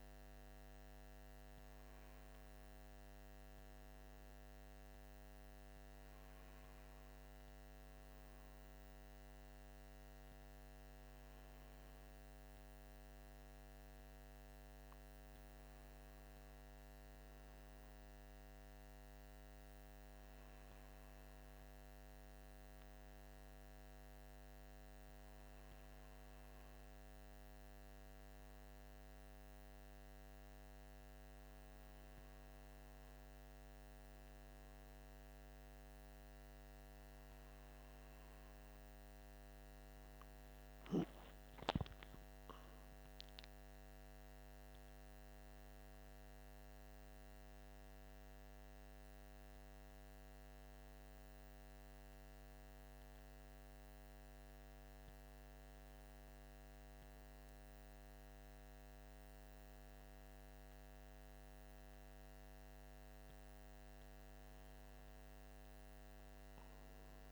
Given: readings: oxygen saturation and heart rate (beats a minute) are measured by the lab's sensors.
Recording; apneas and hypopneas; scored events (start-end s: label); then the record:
breathing in sleep, hard to hear, by a microphone on the trachea; none
none scored
From the record:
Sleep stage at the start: N1 (lightest sleep); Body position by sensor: on the right side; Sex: male